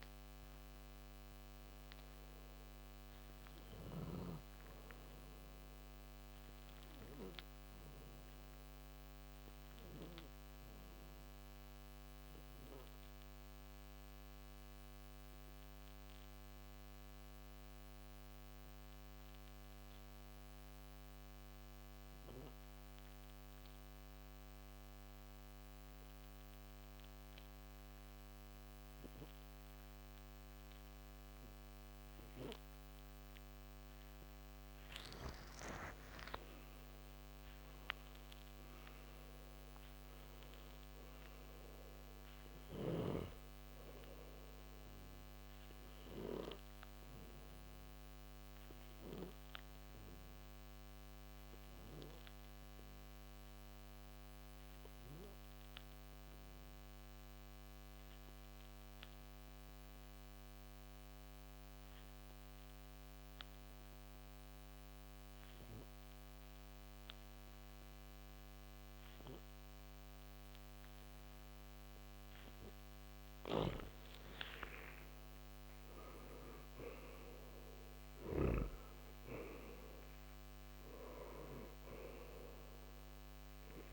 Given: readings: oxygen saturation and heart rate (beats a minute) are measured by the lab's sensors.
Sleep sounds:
breathing in sleep by a microphone on the trachea; 2
0.00-17.50 s: oxygen desaturation (device-marked, oxygen 88% lowest, heart rate 56 extreme)
7.00-33.00 s: obstructive apnea (oxygen 98% before, 85% lowest, heart rate 67 before, 57 extreme, up 9 after)
30.50-57.50 s: oxygen desaturation (device-marked, oxygen 96% before, 85% lowest, heart rate 61 before, 60 extreme)
34.50-38.50 s: arousal
46.00-72.50 s: obstructive apnea (oxygen 97% before, 85% lowest, heart rate 67 before, 60 extreme, up 9 after)
72.50-83.93 s: oxygen desaturation (device-marked, oxygen 97% before, 86% lowest, heart rate 64 before, 61 extreme)
73.50-78.50 s: arousal
73.50-83.93 s: snoring (device-marked)
From the record:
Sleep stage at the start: N2 (light sleep); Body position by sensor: on the back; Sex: male

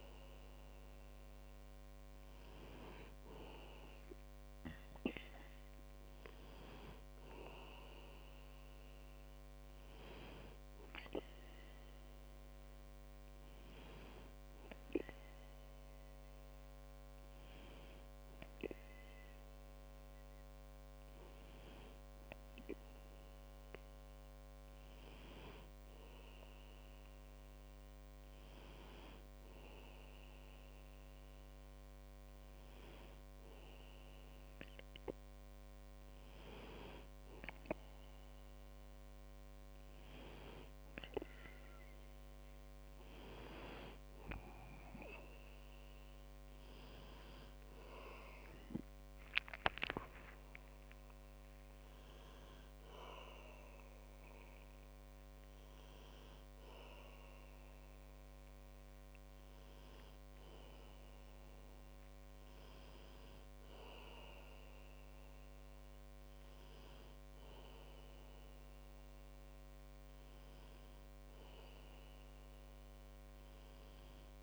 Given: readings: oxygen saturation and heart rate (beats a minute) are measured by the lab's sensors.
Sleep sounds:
breathing in sleep by a microphone on the trachea; none
45.50-49.00 s: arousal
From the record:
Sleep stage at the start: N2 (light sleep); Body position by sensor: on the back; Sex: male

